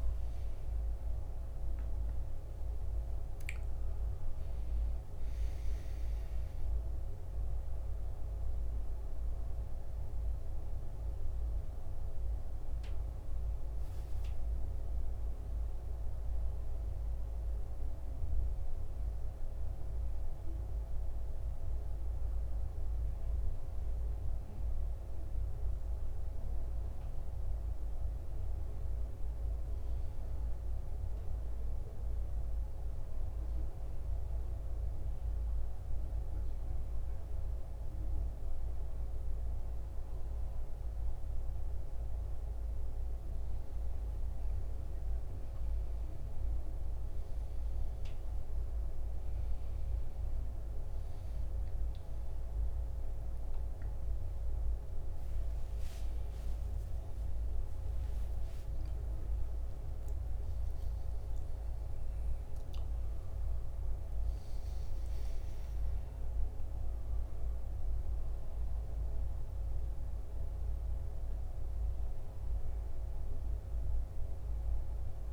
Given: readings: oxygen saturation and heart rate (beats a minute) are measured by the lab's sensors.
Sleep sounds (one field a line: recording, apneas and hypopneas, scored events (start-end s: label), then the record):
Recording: breathing in sleep, hard to hear, by a room microphone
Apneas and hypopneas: none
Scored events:
52.00-55.50 s: arousal
From the record:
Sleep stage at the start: N1 (lightest sleep)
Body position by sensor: on the back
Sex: male